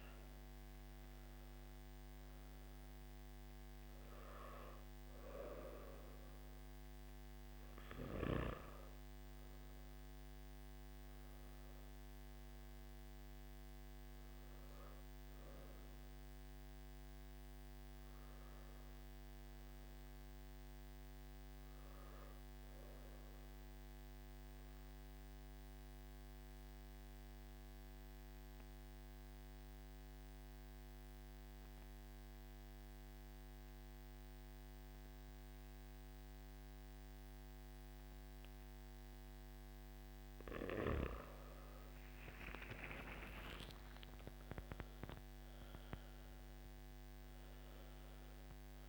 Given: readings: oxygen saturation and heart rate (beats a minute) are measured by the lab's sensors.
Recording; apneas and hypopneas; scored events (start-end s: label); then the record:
breathing in sleep by a microphone on the trachea; 1
23.50-40.50 s: obstructive apnea (oxygen 97% before, 90% lowest, heart rate 57 before, 53 extreme, up 14 after)
43.00-48.89 s: oxygen desaturation (device-marked, oxygen 97% before, 90% lowest, heart rate 57 before, 53 extreme)
From the record:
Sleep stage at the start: N3 (deep sleep); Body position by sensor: on the back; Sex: male